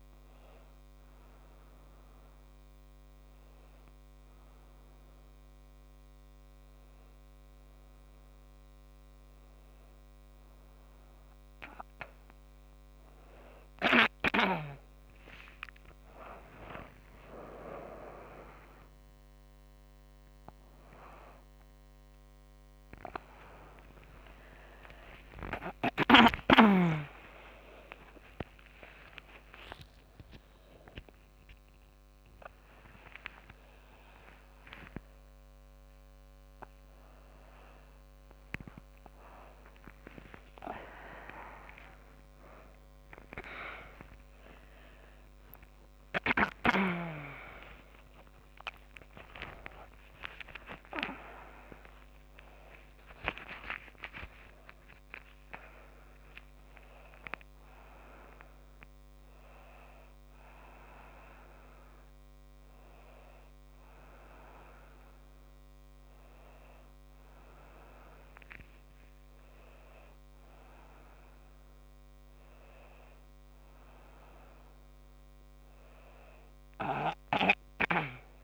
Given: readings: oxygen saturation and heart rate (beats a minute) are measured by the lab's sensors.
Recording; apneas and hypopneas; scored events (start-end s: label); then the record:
a person awake in a sleep study, by a microphone on the trachea; none
41.50-53.00 s: snoring (device-marked)
From the record:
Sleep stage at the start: awake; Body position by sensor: on the back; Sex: female